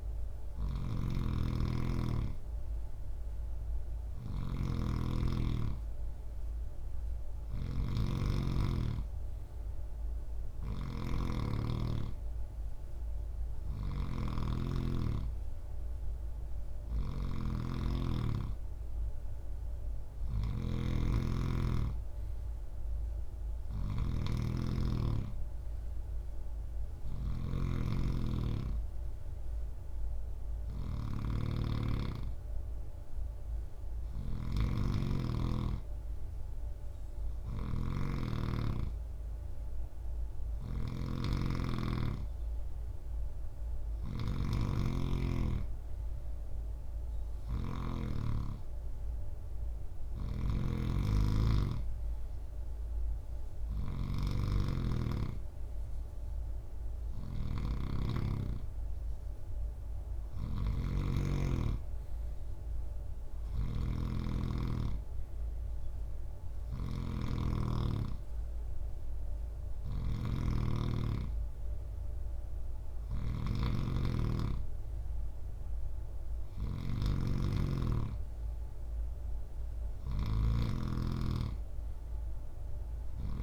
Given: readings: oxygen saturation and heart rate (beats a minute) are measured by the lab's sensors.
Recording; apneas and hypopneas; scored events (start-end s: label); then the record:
breathing in sleep by a room microphone; none
0.00-83.43 s: snoring (device-marked)
From the record:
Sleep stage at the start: N3 (deep sleep); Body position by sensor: on the right side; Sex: male